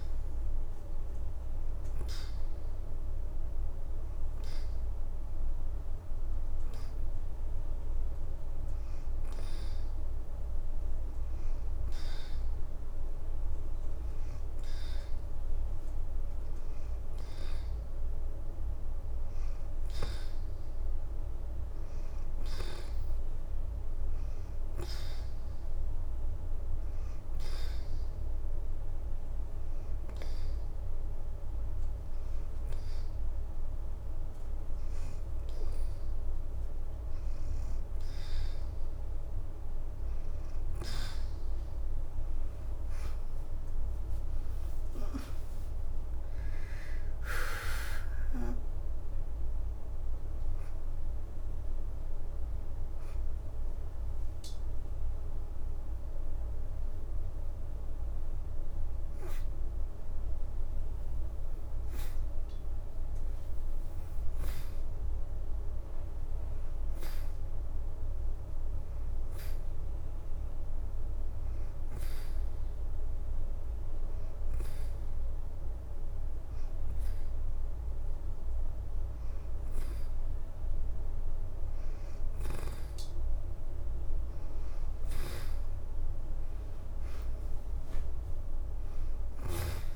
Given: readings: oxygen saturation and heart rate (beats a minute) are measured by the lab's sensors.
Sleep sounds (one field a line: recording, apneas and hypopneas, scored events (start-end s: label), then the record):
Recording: breathing in sleep, hard to hear, by a room microphone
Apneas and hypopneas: 3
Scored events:
0.50-10.50 s: hypopnea (oxygen 95% before, 86% lowest, heart rate 84 before, 81 extreme, up 1 after)
4.00-14.00 s: oxygen desaturation (device-marked, oxygen 93% before, 89% lowest, heart rate 84 before, 81 extreme)
13.00-17.00 s: arousal
16.00-28.00 s: oxygen desaturation (device-marked, oxygen 92% before, 87% lowest, heart rate 84 before, 82 extreme)
19.00-24.00 s: leg movement (device-marked)
29.50-34.50 s: leg movement (device-marked)
29.50-40.00 s: hypopnea (oxygen 92% before, 85% lowest, heart rate 84 before, 80 extreme, up 9 after)
38.00-42.00 s: leg movement (device-marked)
42.00-43.50 s: leg movement (device-marked)
43.00-47.00 s: arousal
44.00-70.00 s: oxygen desaturation (device-marked, oxygen 91% before, 86% lowest, heart rate 84 before, 80 extreme)
44.50-46.00 s: leg movement (device-marked)
52.50-59.50 s: leg movement (device-marked)
60.00-65.50 s: leg movement (device-marked)
70.00-82.50 s: hypopnea (oxygen 96% before, 85% lowest, heart rate 82 before, 81 extreme, up 6 after)
72.00-89.96 s: oxygen desaturation (device-marked, oxygen 97% before, 85% lowest, heart rate 81 before, 81 extreme)
75.00-82.00 s: leg movement (device-marked)
86.00-88.50 s: leg movement (device-marked)
From the record:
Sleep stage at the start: N2 (light sleep)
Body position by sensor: on the back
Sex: female